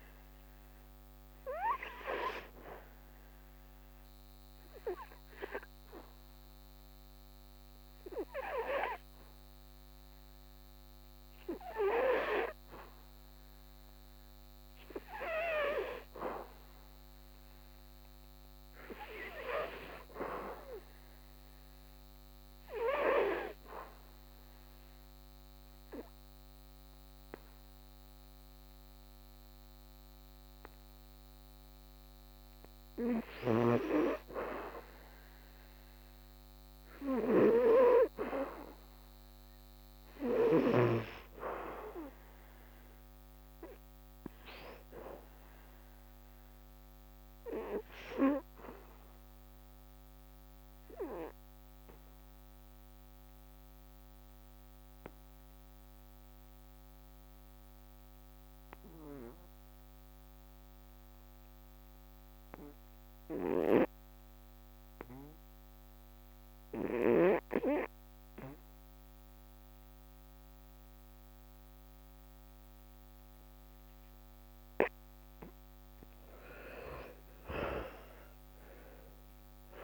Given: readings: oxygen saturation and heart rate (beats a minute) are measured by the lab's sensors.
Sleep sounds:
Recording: breathing in sleep by a microphone on the trachea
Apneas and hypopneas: 3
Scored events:
0.00-1.50 s: long interval between heartbeats (device-marked, heart rate 70 extreme)
2.50-4.50 s: long interval between heartbeats (device-marked, heart rate 73 before, 72 extreme)
2.50-15.00 s: obstructive apnea (oxygen 99% before, 86% lowest, heart rate 73 before, 70 extreme, up 5 after)
8.50-21.50 s: oxygen desaturation (device-marked, oxygen 99% before, 89% lowest, heart rate 72 before, 70 extreme)
17.00-20.00 s: arousal
23.50-34.50 s: obstructive apnea (oxygen 99% before, 86% lowest, heart rate 72 before, 70 extreme, up 5 after)
27.50-45.50 s: oxygen desaturation (device-marked, oxygen 93% before, 86% lowest, heart rate 73 before, 62 extreme)
39.00-43.00 s: arousal
51.00-75.50 s: obstructive apnea (oxygen 93% before, 73% lowest, heart rate 73 before, 61 extreme, up 17 after)
52.50-63.50 s: oxygen desaturation (device-marked, oxygen 92% before, 87% lowest, heart rate 73 before, 61 extreme)
78.00-79.84 s: arousal
From the record:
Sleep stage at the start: N2 (light sleep)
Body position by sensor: on the back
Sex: male

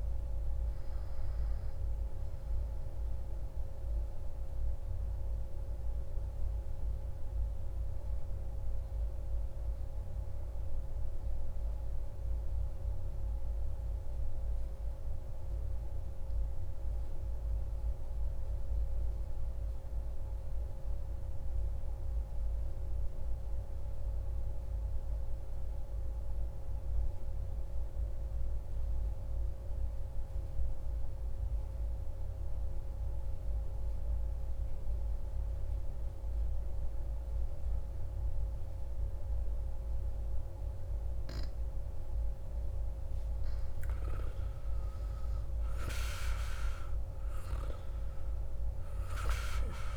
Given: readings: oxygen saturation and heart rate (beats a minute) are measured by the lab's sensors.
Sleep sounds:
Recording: breathing in sleep, hard to hear, by a room microphone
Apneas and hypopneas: 1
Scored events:
0.00-7.50 s: oxygen desaturation (device-marked, oxygen 89% lowest, heart rate 59 extreme)
6.50-42.00 s: mixed apnea (oxygen 96% before, 90% lowest, heart rate 119 before, 54 extreme)
36.50-49.97 s: oxygen desaturation (device-marked, oxygen 98% before, 90% lowest, heart rate 114 before, 43 extreme)
43.00-48.00 s: arousal
From the record:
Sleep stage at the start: N2 (light sleep)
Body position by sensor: on the back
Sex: male

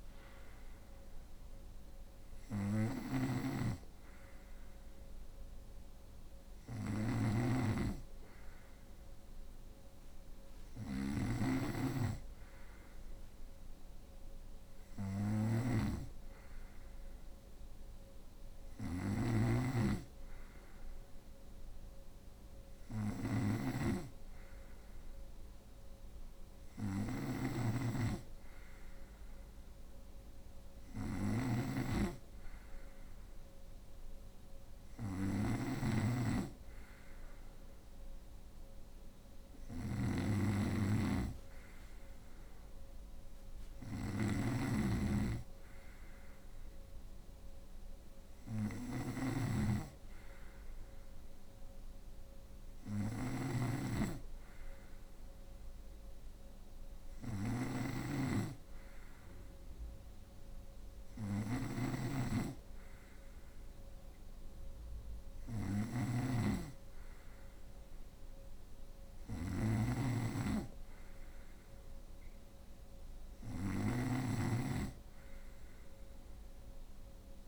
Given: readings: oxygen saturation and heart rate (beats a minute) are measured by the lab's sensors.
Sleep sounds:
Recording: breathing in sleep by a room microphone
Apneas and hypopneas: none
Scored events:
0.00-77.48 s: snoring (device-marked)
From the record:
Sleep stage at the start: N2 (light sleep)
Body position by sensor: on the right side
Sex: female

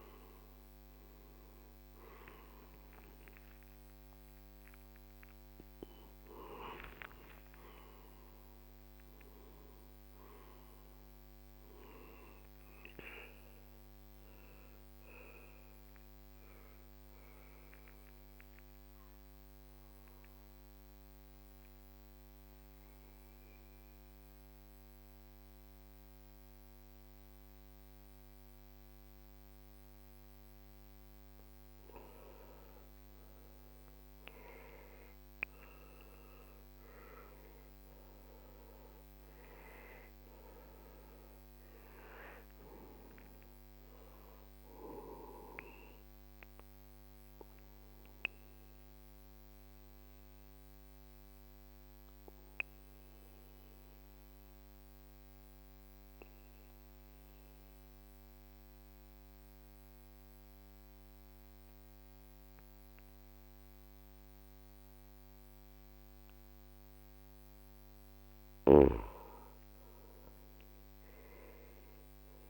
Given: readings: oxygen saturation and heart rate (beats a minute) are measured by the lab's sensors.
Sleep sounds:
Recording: breathing in sleep by a microphone on the trachea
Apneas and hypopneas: 2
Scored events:
0.00-9.00 s: oxygen desaturation (device-marked, oxygen 94% lowest, heart rate 42 extreme)
14.00-29.50 s: obstructive apnea (oxygen 98% before, 90% lowest, heart rate 69 before, 42 extreme, up 17 after)
23.00-72.50 s: new sleep stage, N2 (light sleep)
32.00-36.00 s: arousal
36.00-57.00 s: oxygen desaturation (device-marked, oxygen 96% before, 90% lowest, heart rate 48 before, 44 extreme)
47.00-68.00 s: obstructive apnea (oxygen 97% before, 90% lowest, heart rate 53 before, 45 extreme, up 9 after)
70.00-72.50 s: arousal
71.00-72.50 s: oxygen desaturation (device-marked, oxygen 98% before, 91% lowest, heart rate 47 before, 46 extreme)
From the record:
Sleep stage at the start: N1 (lightest sleep)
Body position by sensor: on the back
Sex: male

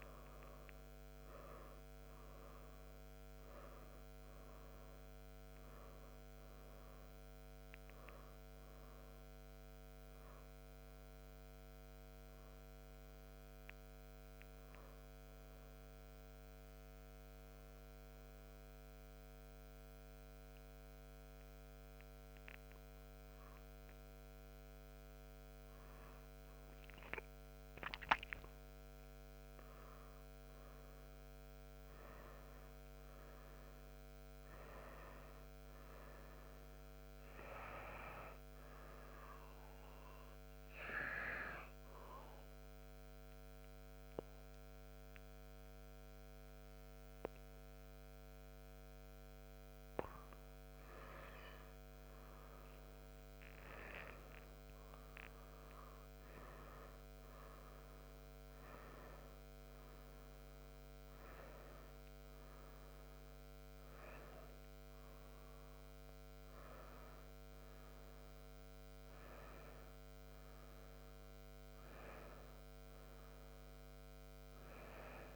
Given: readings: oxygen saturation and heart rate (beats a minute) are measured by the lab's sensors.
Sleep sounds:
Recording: a person partly awake in a sleep study, by a microphone on the trachea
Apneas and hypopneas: none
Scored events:
30.00-75.36 s: new sleep stage, N2 (light sleep)
37.00-52.00 s: oxygen desaturation (device-marked, oxygen 99% before, 95% lowest, heart rate 74 before, 73 extreme)
69.00-73.00 s: arousal
From the record:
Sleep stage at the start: awake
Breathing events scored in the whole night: 189 in 3.3 hours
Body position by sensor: on the right side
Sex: male

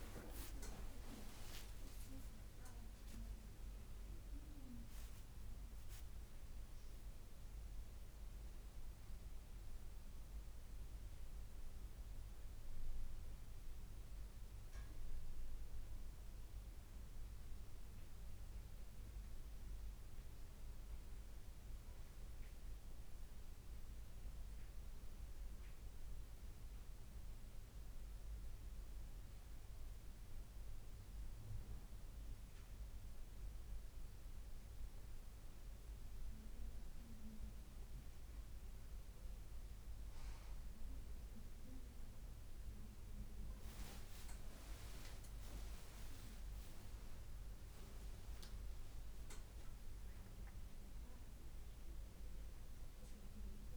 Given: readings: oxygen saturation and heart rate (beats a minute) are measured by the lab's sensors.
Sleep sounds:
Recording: a person awake in a sleep study, by a room microphone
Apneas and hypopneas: none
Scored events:
none scored
From the record:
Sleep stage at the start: awake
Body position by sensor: on the right side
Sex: female

